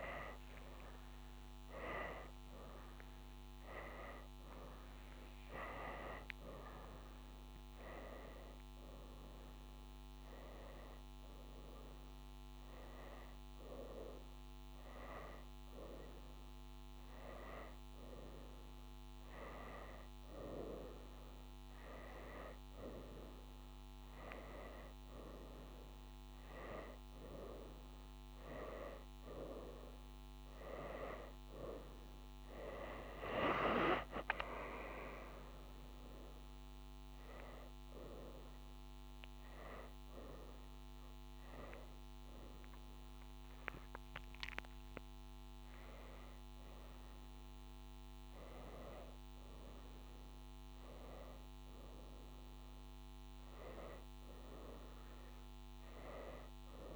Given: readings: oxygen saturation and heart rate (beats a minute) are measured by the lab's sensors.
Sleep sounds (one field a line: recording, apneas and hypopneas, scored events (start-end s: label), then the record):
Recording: a person awake in a sleep study, by a microphone on the trachea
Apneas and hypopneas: none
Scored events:
0.00-10.00 s: tachycardia (device-marked, heart rate 130 extreme)
From the record:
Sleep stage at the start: awake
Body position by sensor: on the right side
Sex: female